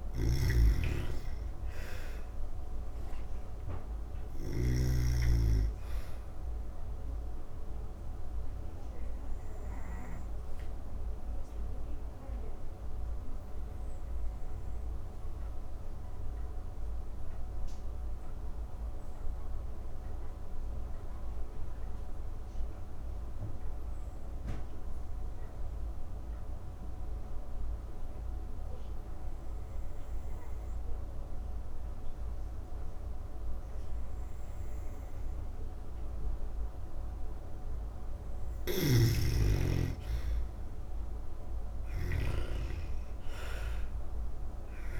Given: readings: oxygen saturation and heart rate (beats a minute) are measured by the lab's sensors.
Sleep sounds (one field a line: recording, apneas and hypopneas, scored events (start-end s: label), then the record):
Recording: breathing in sleep by a room microphone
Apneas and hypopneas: 1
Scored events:
0.00-3.50 s: snoring (device-marked)
0.00-24.50 s: oxygen desaturation (device-marked, oxygen 84% lowest, heart rate 36 extreme)
8.00-35.50 s: obstructive apnea (oxygen 98% before, 84% lowest, heart rate 126 before, 72 extreme, up 59 after)
32.50-45.00 s: oxygen desaturation (device-marked, oxygen 99% before, 84% lowest)
38.50-43.00 s: arousal
From the record:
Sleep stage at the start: N2 (light sleep)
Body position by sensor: on the back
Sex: female